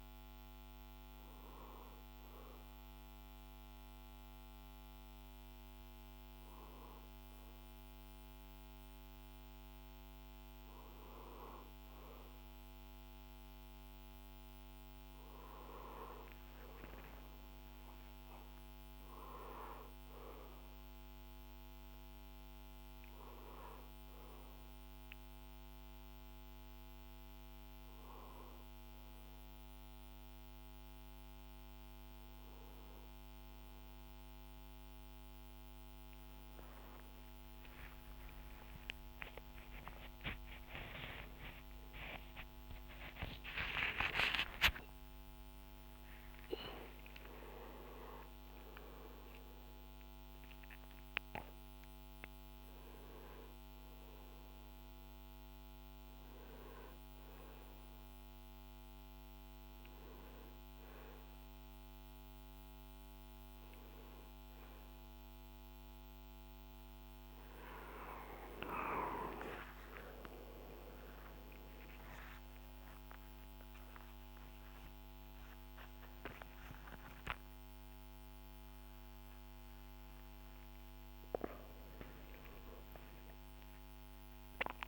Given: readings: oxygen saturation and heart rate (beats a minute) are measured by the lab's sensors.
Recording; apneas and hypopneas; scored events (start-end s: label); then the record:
a person awake in a sleep study, by a microphone on the trachea; none
19.00-84.88 s: new sleep stage, awake
From the record:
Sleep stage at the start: N1 (lightest sleep); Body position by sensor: on the back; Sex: male